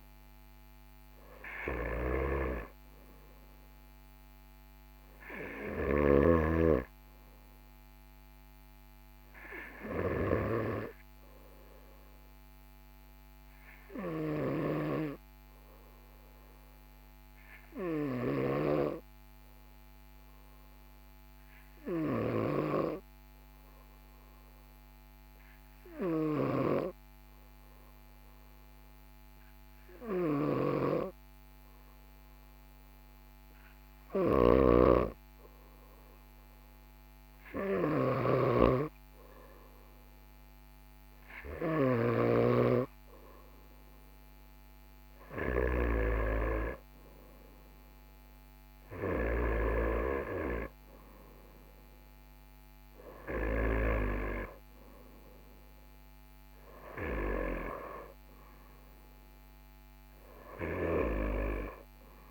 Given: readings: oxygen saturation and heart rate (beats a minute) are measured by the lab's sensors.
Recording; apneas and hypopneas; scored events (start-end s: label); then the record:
breathing in sleep by a microphone on the trachea; 1
14.00-34.00 s: obstructive apnea (oxygen 98% before, 95% lowest, heart rate 45 before, 44 extreme, up 1 after)
30.00-42.00 s: snoring (device-marked)
37.00-40.50 s: arousal
From the record:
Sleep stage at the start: N2 (light sleep); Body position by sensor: on the right side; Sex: male